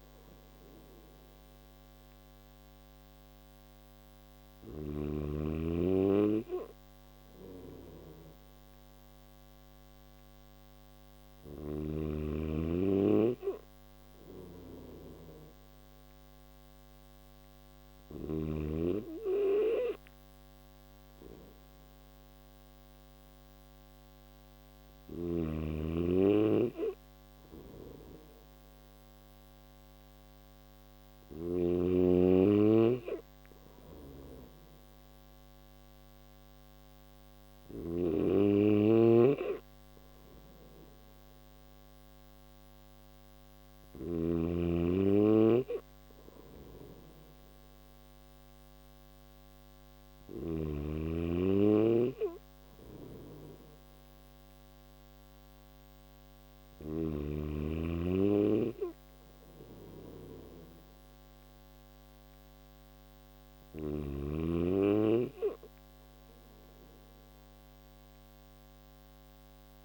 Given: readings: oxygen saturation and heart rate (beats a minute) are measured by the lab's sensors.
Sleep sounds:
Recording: breathing in sleep by a microphone on the trachea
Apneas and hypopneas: none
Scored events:
10.50-17.50 s: snoring (device-marked)
24.00-30.50 s: snoring (device-marked)
36.50-43.00 s: snoring (device-marked)
From the record:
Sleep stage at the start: N3 (deep sleep)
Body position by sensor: on the back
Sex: male

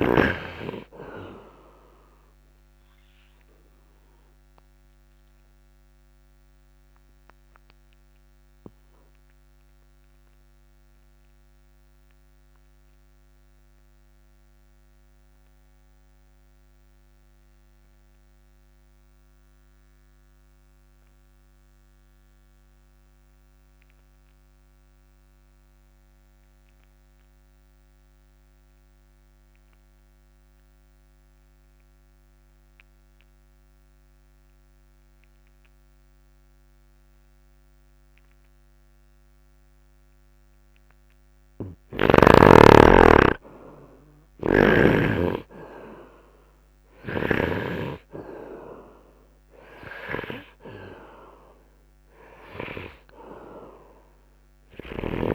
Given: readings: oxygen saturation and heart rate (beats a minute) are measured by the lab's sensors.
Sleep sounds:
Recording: breathing in sleep by a microphone on the trachea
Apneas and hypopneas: 1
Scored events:
0.00-27.50 s: oxygen desaturation (device-marked, oxygen 67% lowest, heart rate 51 extreme)
4.00-40.50 s: obstructive apnea (oxygen 98% before, 64% lowest, heart rate 59 before, 51 extreme, up 5 after)
29.50-42.50 s: oxygen desaturation (device-marked, oxygen 96% before, 74% lowest, heart rate 70 before, 51 extreme)
43.50-47.50 s: arousal
From the record:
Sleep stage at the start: N2 (light sleep)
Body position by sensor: upright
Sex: male

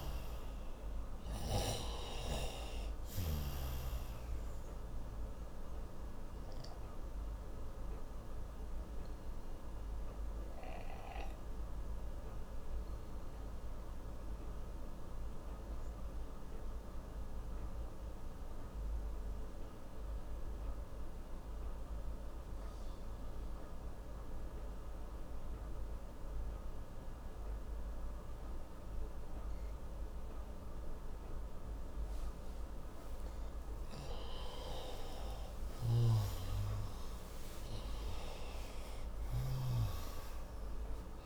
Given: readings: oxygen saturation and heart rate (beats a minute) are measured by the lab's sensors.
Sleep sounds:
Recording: breathing in sleep by a room microphone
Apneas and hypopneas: 1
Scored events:
0.00-24.50 s: oxygen desaturation (device-marked, oxygen 88% lowest)
6.00-33.00 s: obstructive apnea (oxygen 98% before, 88% lowest)
34.00-38.50 s: arousal
From the record:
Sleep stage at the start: N2 (light sleep)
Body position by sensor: on the right side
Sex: male

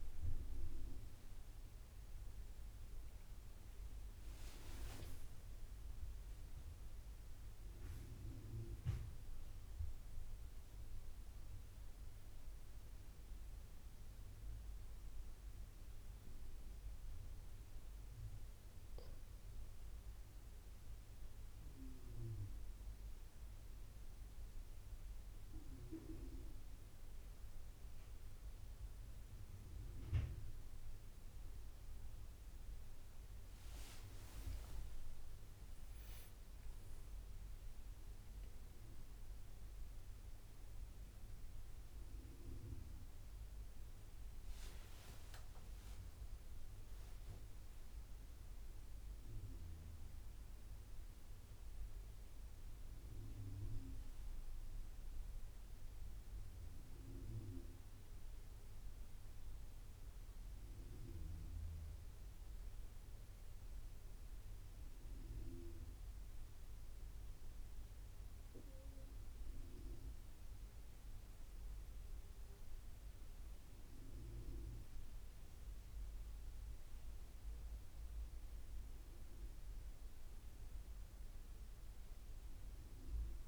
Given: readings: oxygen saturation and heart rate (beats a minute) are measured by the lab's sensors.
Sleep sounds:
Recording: a person awake in a sleep study, by a room microphone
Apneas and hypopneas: none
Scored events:
50.00-83.48 s: new sleep stage, N1 (lightest sleep)
From the record:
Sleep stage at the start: awake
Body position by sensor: on the back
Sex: male

